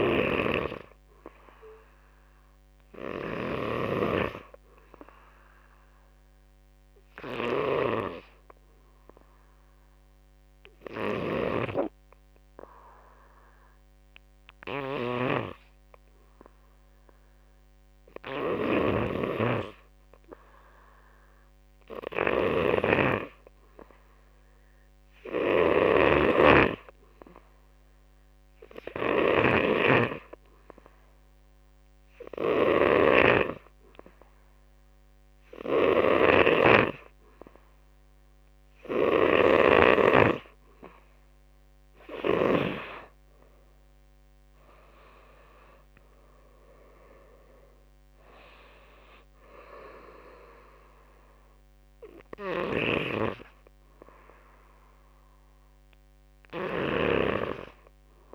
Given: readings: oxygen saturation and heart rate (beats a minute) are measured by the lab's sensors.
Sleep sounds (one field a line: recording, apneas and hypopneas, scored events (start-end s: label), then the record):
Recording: breathing in sleep by a microphone on the trachea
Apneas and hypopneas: 1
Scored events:
8.00-38.50 s: hypopnea (oxygen 97% before, 89% lowest, heart rate 61 before, 51 extreme, up 17 after)
18.50-42.00 s: snoring (device-marked)
21.50-34.50 s: oxygen desaturation (device-marked, oxygen 96% before, 90% lowest, heart rate 54 before, 51 extreme)
42.50-55.50 s: drop in pulse transit time (device-marked, heart rate 56 before, 54 extreme)
43.50-47.50 s: arousal
From the record:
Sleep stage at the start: N2 (light sleep)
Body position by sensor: on the back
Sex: male